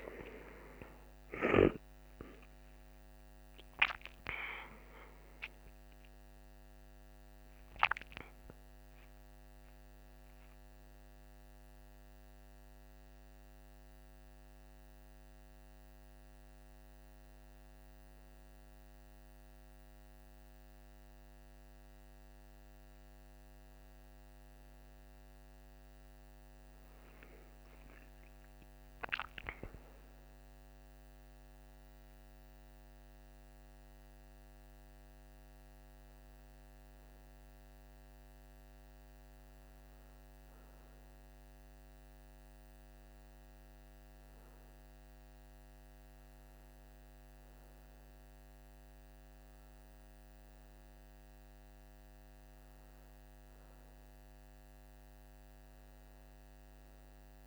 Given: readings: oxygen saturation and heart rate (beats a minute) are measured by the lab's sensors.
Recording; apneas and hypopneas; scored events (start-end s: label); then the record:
a person partly awake in a sleep study, by a microphone on the trachea; none
26.00-57.47 s: new sleep stage, N1 (lightest sleep)
From the record:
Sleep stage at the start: awake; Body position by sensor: on the right side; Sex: male